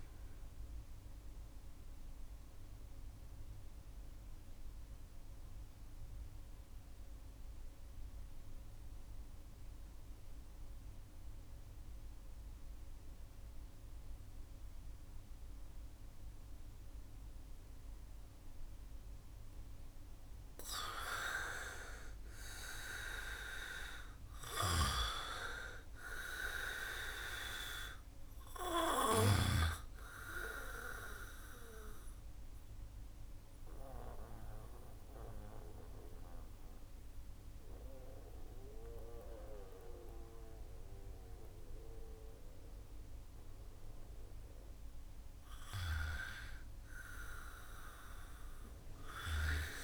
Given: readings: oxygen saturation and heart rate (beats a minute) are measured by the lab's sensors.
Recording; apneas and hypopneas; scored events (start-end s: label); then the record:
breathing in sleep by a room microphone; 2
0.00-7.00 s: oxygen desaturation (device-marked, oxygen 83% lowest, heart rate 65 extreme)
3.00-20.00 s: mixed apnea (oxygen 96% before, 83% lowest, heart rate 73 before, 64 extreme, up 1 after)
20.00-45.00 s: oxygen desaturation (device-marked, oxygen 99% before, 83% lowest, heart rate 70 before, 64 extreme)
22.50-26.00 s: arousal
33.00-45.50 s: central apnea (oxygen 99% before, 83% lowest, heart rate 68 before, 64 extreme, up 10 after)
48.50-49.84 s: arousal
From the record:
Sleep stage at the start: N2 (light sleep); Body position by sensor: on the back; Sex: male